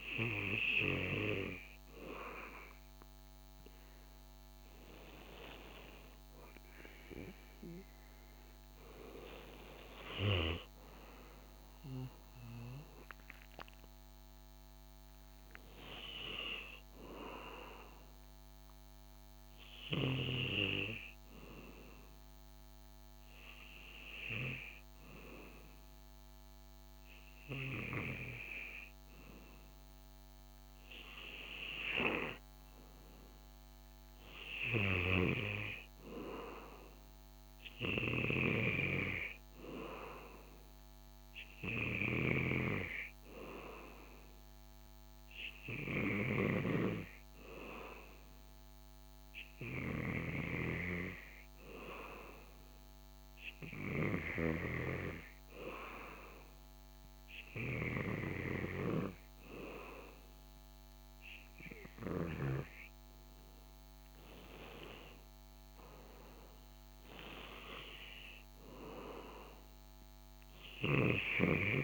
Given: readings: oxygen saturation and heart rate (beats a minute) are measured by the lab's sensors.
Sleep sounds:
breathing in sleep by a microphone on the trachea; 1
5.00-15.00 s: oxygen desaturation (device-marked, oxygen 98% before, 94% lowest, heart rate 66 before, 67 extreme)
45.50-61.00 s: hypopnea (oxygen 99% before, 94% lowest, heart rate 71 before, 63 extreme, up 12 after)
63.50-66.00 s: arousal
64.00-71.84 s: oxygen desaturation (device-marked, oxygen 97% before, 94% lowest, heart rate 68 before, 62 extreme)
From the record:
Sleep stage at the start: N2 (light sleep); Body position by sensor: on the back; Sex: male

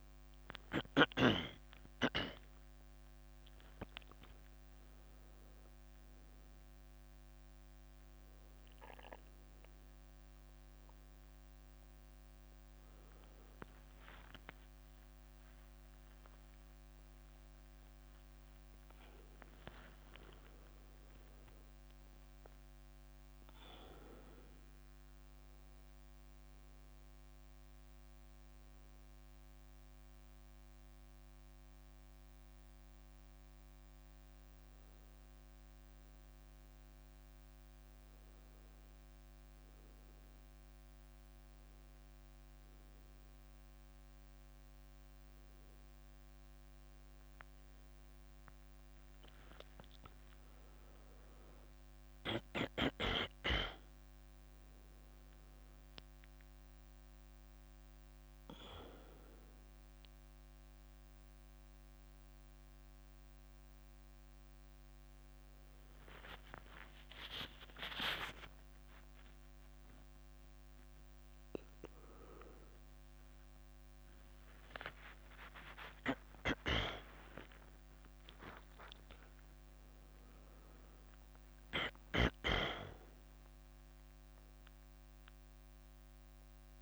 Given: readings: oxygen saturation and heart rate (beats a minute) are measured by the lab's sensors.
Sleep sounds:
a person partly awake in a sleep study, by a microphone on the trachea; none
2.50-6.50 s: leg movement (device-marked)
10.50-86.82 s: new sleep stage, N1 (lightest sleep)
13.00-21.50 s: leg movement (device-marked)
19.50-21.50 s: long interval between heartbeats (device-marked, heart rate 72 before, 83 extreme)
22.00-27.50 s: leg movement (device-marked)
32.50-43.00 s: leg movement (device-marked)
46.00-54.50 s: leg movement (device-marked)
57.00-66.00 s: leg movement (device-marked)
64.00-68.00 s: arousal
67.00-74.50 s: leg movement (device-marked)
75.00-81.00 s: leg movement (device-marked)
From the record:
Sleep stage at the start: awake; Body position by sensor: on the back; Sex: female

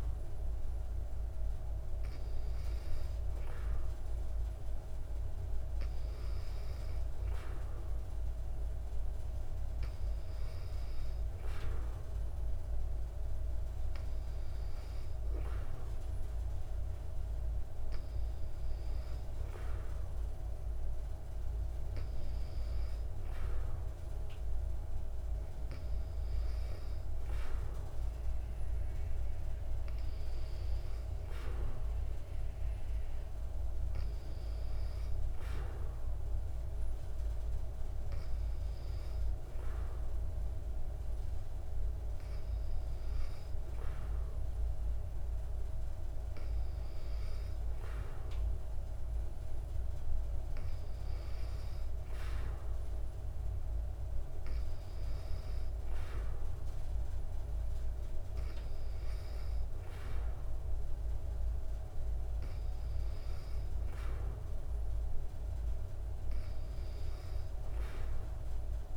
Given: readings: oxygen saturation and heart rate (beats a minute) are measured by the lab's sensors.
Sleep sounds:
breathing in sleep, hard to hear, by a room microphone; none
none scored
From the record:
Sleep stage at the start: N2 (light sleep); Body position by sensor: on the back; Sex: female

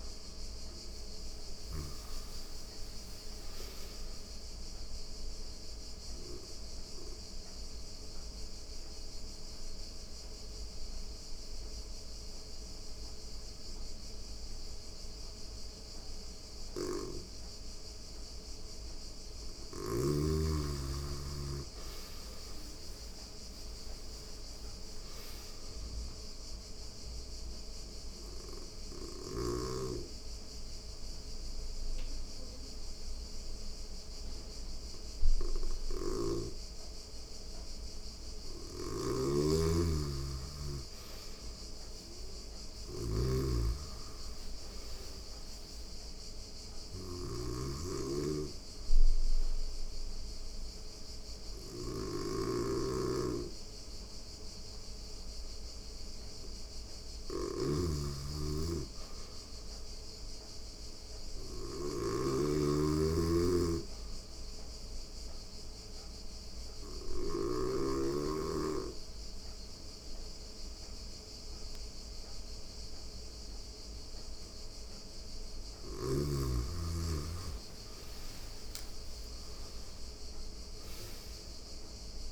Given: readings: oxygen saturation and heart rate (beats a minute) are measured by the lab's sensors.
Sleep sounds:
breathing in sleep by a room microphone; 4
0.00-1.00 s: arousal
0.00-1.50 s: snoring (device-marked)
1.00-20.00 s: oxygen desaturation (device-marked, oxygen 98% before, 92% lowest, heart rate 87 before, 86 extreme)
4.50-18.00 s: obstructive apnea (oxygen 98% before, 90% lowest, heart rate 87 before, 86 extreme, up 4 after)
20.00-23.50 s: arousal
22.00-40.00 s: oxygen desaturation (device-marked, oxygen 98% before, 90% lowest, heart rate 88 before, 86 extreme)
26.00-37.50 s: obstructive apnea (oxygen 98% before, 89% lowest, heart rate 88 before, 86 extreme, up 1 after)
35.00-67.00 s: snoring (device-marked)
39.50-43.50 s: arousal
47.00-57.00 s: obstructive apnea (oxygen 98% before, 89% lowest, heart rate 89 before, 86 extreme, up 1 after)
50.00-62.00 s: oxygen desaturation (device-marked, oxygen 97% before, 91% lowest, heart rate 89 before, 86 extreme)
58.50-61.00 s: arousal
63.50-75.00 s: obstructive apnea (oxygen 97% before, 89% lowest, heart rate 88 before, 86 extreme, up 5 after)
76.00-79.00 s: arousal
From the record:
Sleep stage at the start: N2 (light sleep); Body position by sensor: on the right side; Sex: female

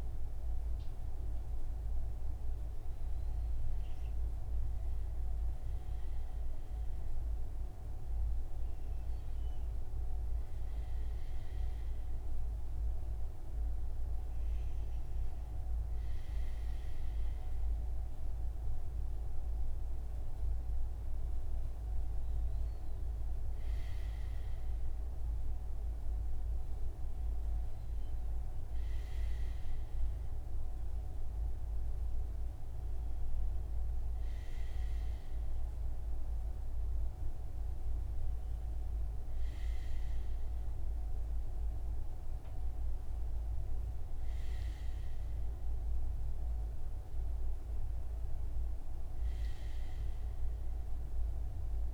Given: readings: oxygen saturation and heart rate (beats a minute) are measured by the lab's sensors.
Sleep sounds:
breathing in sleep, hard to hear, by a room microphone; none
none scored
From the record:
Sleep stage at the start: REM sleep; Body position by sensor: on the front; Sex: male

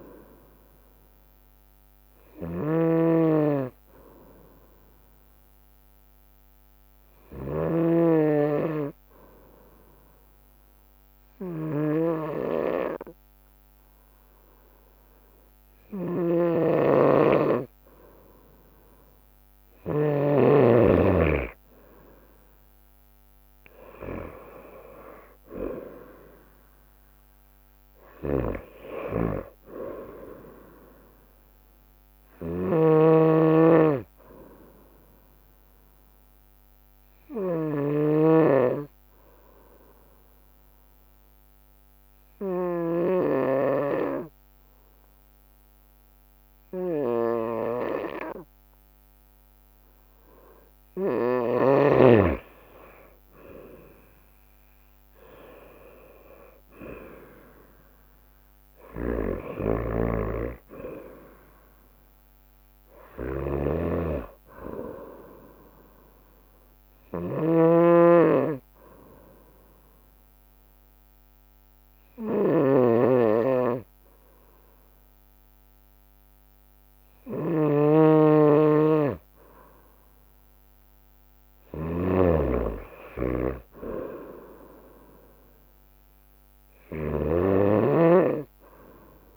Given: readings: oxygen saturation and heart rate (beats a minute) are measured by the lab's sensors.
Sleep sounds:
breathing in sleep by a microphone on the trachea; 3
0.00-1.50 s: drop in pulse transit time (device-marked, heart rate 63 extreme)
0.00-20.50 s: snoring (device-marked)
4.00-19.00 s: hypopnea (oxygen 96% before, 92% lowest, heart rate 64 before, 61 extreme, up 2 after)
25.00-28.50 s: arousal
25.50-44.50 s: oxygen desaturation (device-marked, oxygen 96% before, 92% lowest, heart rate 64 before, 61 extreme)
28.00-51.50 s: snoring (device-marked)
35.50-50.50 s: obstructive apnea (oxygen 96% before, 92% lowest, heart rate 65 before, 61 extreme, up 6 after)
52.50-64.50 s: drop in pulse transit time (device-marked, heart rate 62 before, 65 extreme)
54.50-58.50 s: arousal
57.50-75.50 s: oxygen desaturation (device-marked, oxygen 96% before, 92% lowest, heart rate 63 before, 58 extreme)
59.00-89.36 s: snoring (device-marked)
67.50-79.50 s: obstructive apnea (oxygen 96% before, 92% lowest, heart rate 65 before, 58 extreme, up 4 after)
81.00-84.00 s: arousal
From the record:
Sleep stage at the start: N2 (light sleep); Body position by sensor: on the right side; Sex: female

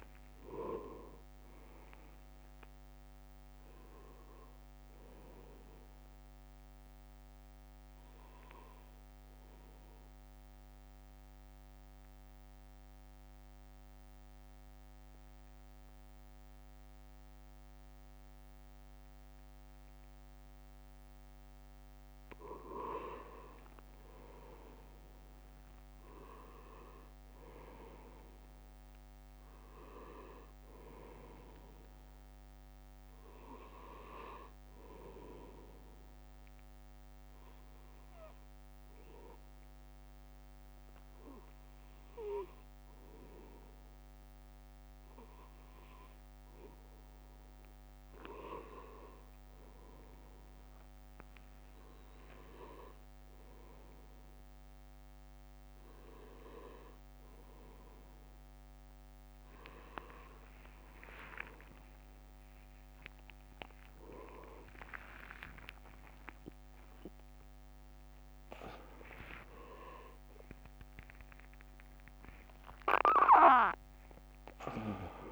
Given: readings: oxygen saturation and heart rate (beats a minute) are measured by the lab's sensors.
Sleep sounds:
breathing in sleep by a microphone on the trachea; 2
0.00-1.00 s: leg movement (device-marked)
0.00-9.50 s: drop in pulse transit time (device-marked, heart rate 58 extreme)
6.50-19.50 s: obstructive apnea (oxygen 97% before, 94% lowest, heart rate 68 before, 56 extreme, up 5 after)
23.00-27.00 s: arousal
36.00-48.50 s: hypopnea (oxygen 98% before, 94% lowest, heart rate 58 before, 56 extreme, up 7 after)
51.50-52.50 s: leg movement (device-marked)
61.00-65.50 s: arousal
66.50-75.32 s: drop in pulse transit time (device-marked, heart rate 62 before, 70 extreme)
From the record:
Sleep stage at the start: N2 (light sleep); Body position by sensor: on the back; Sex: male

